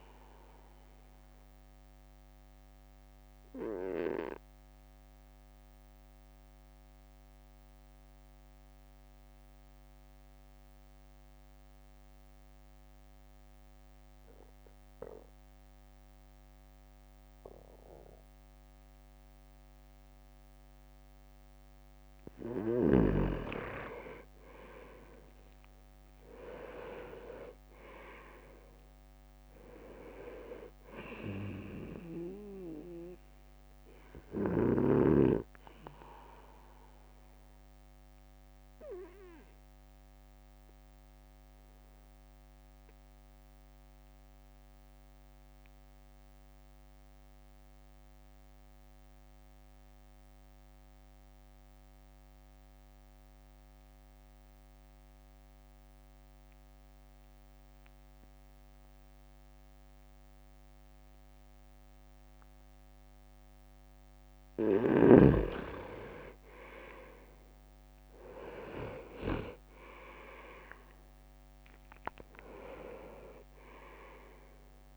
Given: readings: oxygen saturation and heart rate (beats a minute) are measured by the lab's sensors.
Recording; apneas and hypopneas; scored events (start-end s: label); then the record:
breathing in sleep by a microphone on the trachea; 2
2.50-21.50 s: obstructive apnea (oxygen 99% before, 96% lowest, heart rate 56 before, 51 extreme, up 6 after)
24.00-28.00 s: arousal
25.50-38.50 s: drop in pulse transit time (device-marked, heart rate 54 before, 55 extreme)
26.00-27.50 s: leg movement (device-marked)
28.00-29.00 s: leg movement (device-marked)
38.00-63.50 s: obstructive apnea (oxygen 99% before, 95% lowest, heart rate 57 before, 52 extreme, up 6 after)
66.50-70.00 s: arousal
69.50-74.97 s: drop in pulse transit time (device-marked, heart rate 54 before, 55 extreme)
From the record:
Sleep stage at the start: N2 (light sleep); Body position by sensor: on the right side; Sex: male